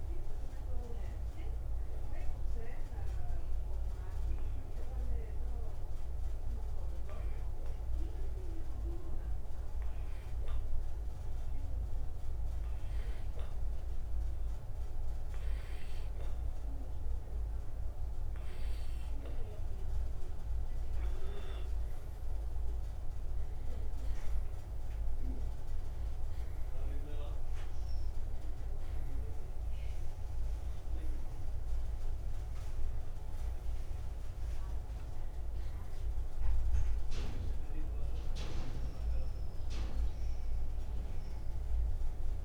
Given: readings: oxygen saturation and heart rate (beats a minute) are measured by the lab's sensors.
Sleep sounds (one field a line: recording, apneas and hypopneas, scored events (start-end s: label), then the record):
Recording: breathing in sleep by a room microphone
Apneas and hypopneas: 1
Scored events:
0.00-8.00 s: oxygen desaturation (device-marked, oxygen 84% lowest)
2.00-19.00 s: obstructive apnea (oxygen 93% before, 84% lowest)
22.50-28.00 s: arousal
29.00-42.45 s: oxygen desaturation (device-marked, oxygen 98% before, 92% lowest, heart rate 126 before, 125 extreme)
From the record:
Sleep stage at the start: N2 (light sleep)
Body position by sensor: on the right side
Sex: male